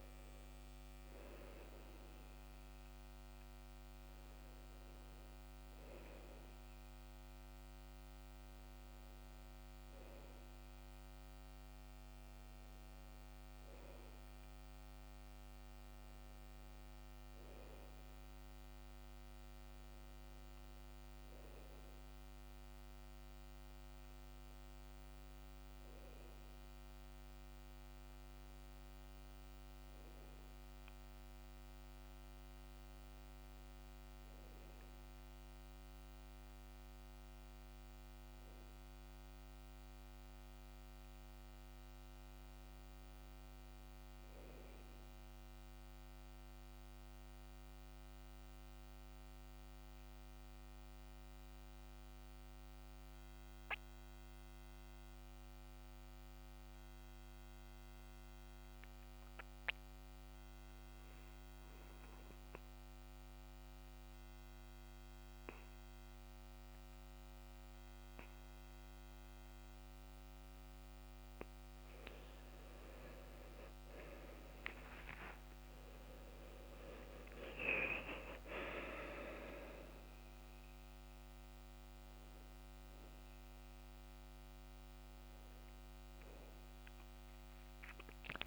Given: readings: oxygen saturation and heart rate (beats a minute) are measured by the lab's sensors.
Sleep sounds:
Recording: breathing in sleep by a microphone on the trachea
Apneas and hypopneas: 1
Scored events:
0.00-27.00 s: oxygen desaturation (device-marked, oxygen 86% lowest, heart rate 63 extreme)
30.50-34.50 s: arousal
47.00-71.50 s: mixed apnea (oxygen 98% before, 87% lowest, heart rate 65 before, 63 extreme, up 32 after)
60.00-88.47 s: oxygen desaturation (device-marked, oxygen 98% before, 87% lowest, heart rate 65 before, 64 extreme)
74.00-88.47 s: new sleep stage, N1 (lightest sleep)
74.50-78.50 s: arousal
From the record:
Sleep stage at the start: N2 (light sleep)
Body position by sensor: on the back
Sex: male

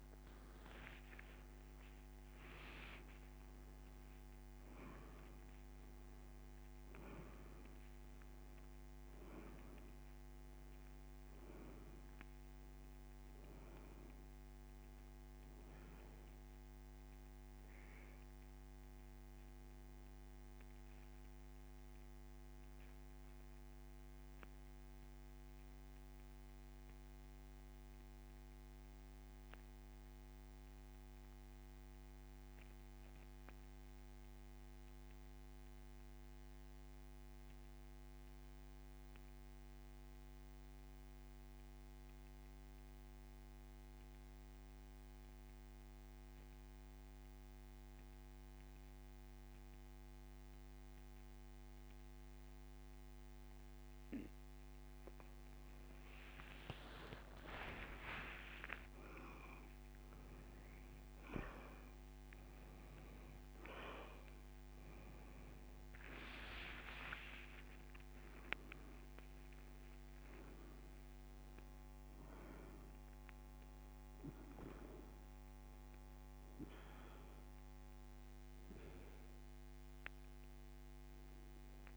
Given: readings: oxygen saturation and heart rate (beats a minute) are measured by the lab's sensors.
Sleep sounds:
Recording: breathing in sleep by a microphone on the trachea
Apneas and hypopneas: 1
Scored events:
5.00-35.00 s: oxygen desaturation (device-marked, oxygen 97% before, 91% lowest)
20.00-54.50 s: central apnea (oxygen 98% before, 87% lowest)
37.00-52.00 s: oxygen desaturation (device-marked, oxygen 92% before, 87% lowest)
56.50-60.50 s: arousal
74.00-81.96 s: oxygen desaturation (device-marked, oxygen 96% before, 88% lowest)
From the record:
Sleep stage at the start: N2 (light sleep)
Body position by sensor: on the back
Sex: male

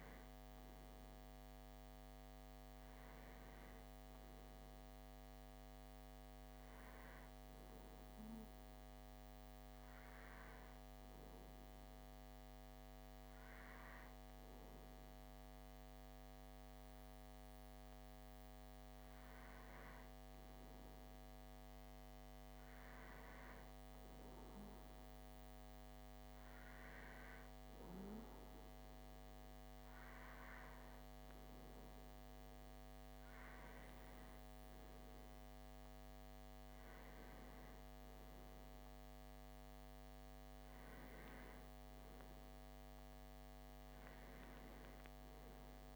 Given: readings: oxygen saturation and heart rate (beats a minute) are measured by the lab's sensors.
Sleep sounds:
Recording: breathing in sleep, hard to hear, by a microphone on the trachea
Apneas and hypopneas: none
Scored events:
none scored
From the record:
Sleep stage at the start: REM sleep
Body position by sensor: on the back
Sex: male

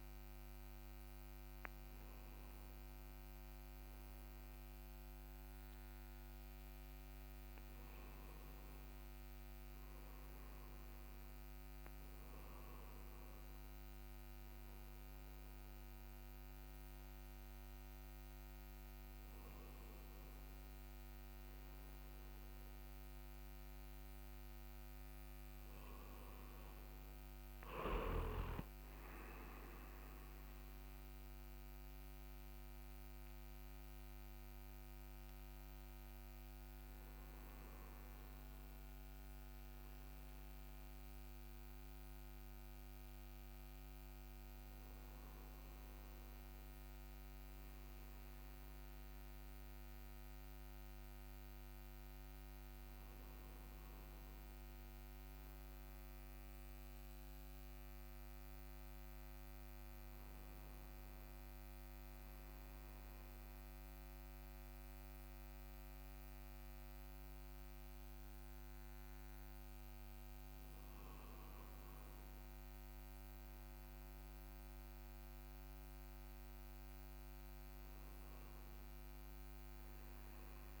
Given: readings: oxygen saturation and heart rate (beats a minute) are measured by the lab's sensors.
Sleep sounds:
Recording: breathing in sleep, hard to hear, by a microphone on the trachea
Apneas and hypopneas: none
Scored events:
70.00-74.50 s: arousal
From the record:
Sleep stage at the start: N2 (light sleep)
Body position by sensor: on the front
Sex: male

